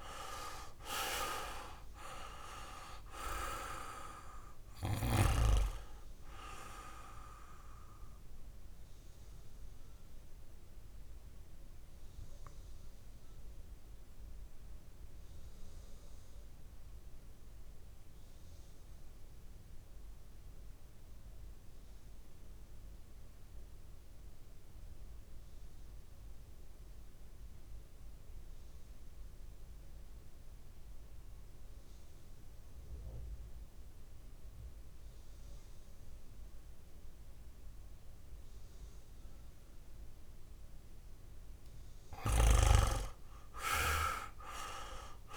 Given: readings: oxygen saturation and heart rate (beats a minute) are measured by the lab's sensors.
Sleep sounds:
breathing in sleep by a room microphone; 1
0.00-3.00 s: arousal
0.00-23.00 s: oxygen desaturation (device-marked, oxygen 88% lowest, heart rate 56 extreme)
9.00-40.50 s: obstructive apnea (oxygen 99% before, 87% lowest, heart rate 63 before, 56 extreme, up 9 after)
37.00-45.37 s: oxygen desaturation (device-marked, oxygen 99% before, 87% lowest, heart rate 60 before, 56 extreme)
42.50-45.37 s: arousal
From the record:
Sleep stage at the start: N2 (light sleep); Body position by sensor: on the back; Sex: male

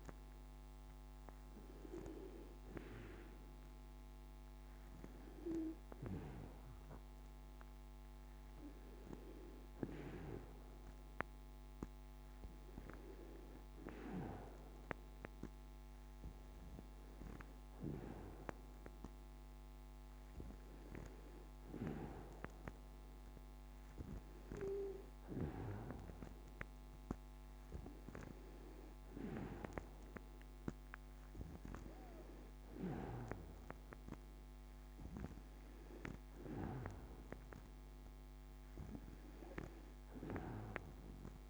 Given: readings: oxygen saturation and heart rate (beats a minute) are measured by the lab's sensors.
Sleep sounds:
a person partly awake in a sleep study, by a microphone on the trachea; none
8.00-41.50 s: new sleep stage, N2 (light sleep)
From the record:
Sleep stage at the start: awake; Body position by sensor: on the back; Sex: female

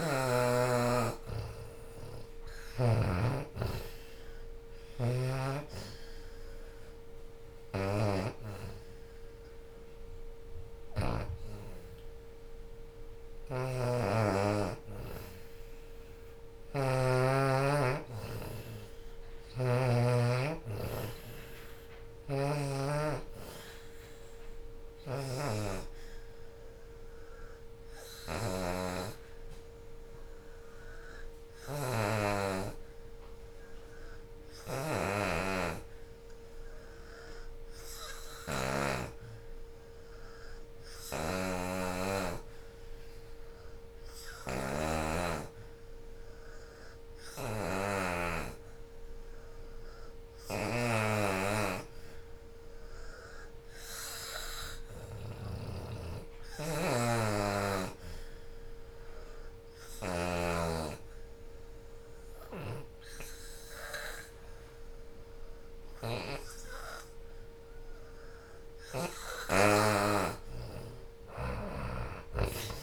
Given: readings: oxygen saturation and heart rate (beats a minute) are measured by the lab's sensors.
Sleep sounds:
breathing in sleep by a room microphone; 1
0.00-2.00 s: oxygen desaturation (device-marked, oxygen 84% lowest, heart rate 69 extreme)
1.00-11.00 s: drop in pulse transit time (device-marked, heart rate 74 before, 76 extreme)
13.00-17.00 s: arousal
21.50-68.00 s: obstructive apnea (oxygen 88% before, 79% lowest, heart rate 77 before, 68 extreme, up 16 after)
22.00-37.00 s: oxygen desaturation (device-marked, oxygen 89% before, 84% lowest, heart rate 78 before, 68 extreme)
39.00-72.00 s: oxygen desaturation (device-marked, oxygen 87% before, 81% lowest, heart rate 77 before, 68 extreme)
70.00-72.83 s: drop in pulse transit time (device-marked, heart rate 77 before, 76 extreme)
From the record:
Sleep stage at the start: N2 (light sleep); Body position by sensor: on the back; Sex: female

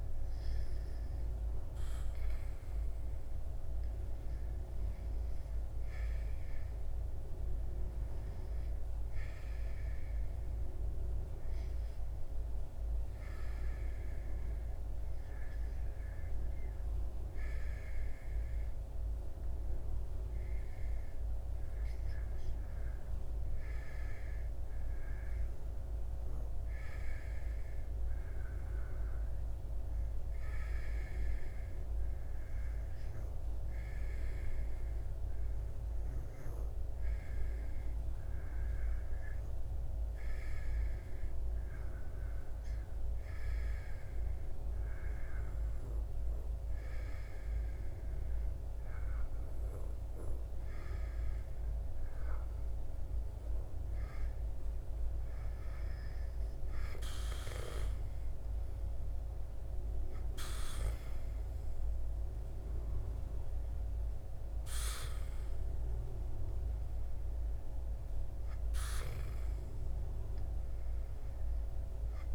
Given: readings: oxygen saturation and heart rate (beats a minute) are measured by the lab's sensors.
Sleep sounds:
breathing in sleep, hard to hear, by a room microphone; 1
0.00-1.50 s: oxygen desaturation (device-marked, oxygen 90% lowest, heart rate 66 extreme)
5.00-9.00 s: arousal
12.50-39.00 s: hypopnea (oxygen 98% before, 90% lowest, heart rate 69 before, 72 extreme, up 2 after)
20.50-39.50 s: oxygen desaturation (device-marked, oxygen 97% before, 90% lowest, heart rate 71 before, 74 extreme)
41.50-45.00 s: arousal
70.50-72.35 s: arousal
From the record:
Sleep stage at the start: N2 (light sleep); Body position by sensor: on the back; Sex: male

